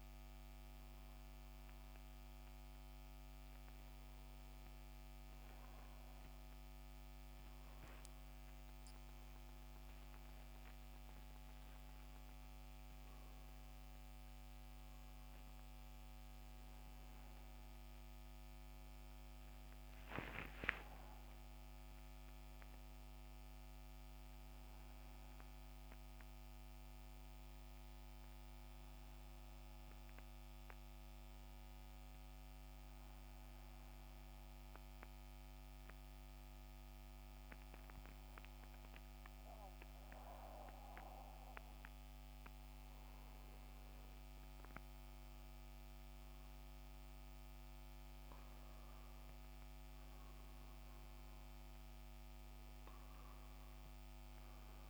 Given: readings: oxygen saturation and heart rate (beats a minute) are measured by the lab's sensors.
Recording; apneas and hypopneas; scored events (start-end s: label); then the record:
breathing in sleep, hard to hear, by a microphone on the trachea; 1
1.00-6.00 s: arousal
10.00-29.00 s: oxygen desaturation (device-marked, oxygen 93% before, 89% lowest, heart rate 78 before, 69 extreme)
25.00-54.90 s: new sleep stage, N2 (light sleep)
27.00-31.00 s: arousal
33.00-47.50 s: hypopnea (oxygen 93% before, 86% lowest, heart rate 75 before, 69 extreme, up 14 after)
49.50-52.50 s: arousal
50.00-54.90 s: oxygen desaturation (device-marked, oxygen 91% before, 86% lowest, heart rate 73 before, 67 extreme)
From the record:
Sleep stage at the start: N1 (lightest sleep); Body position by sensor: on the back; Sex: male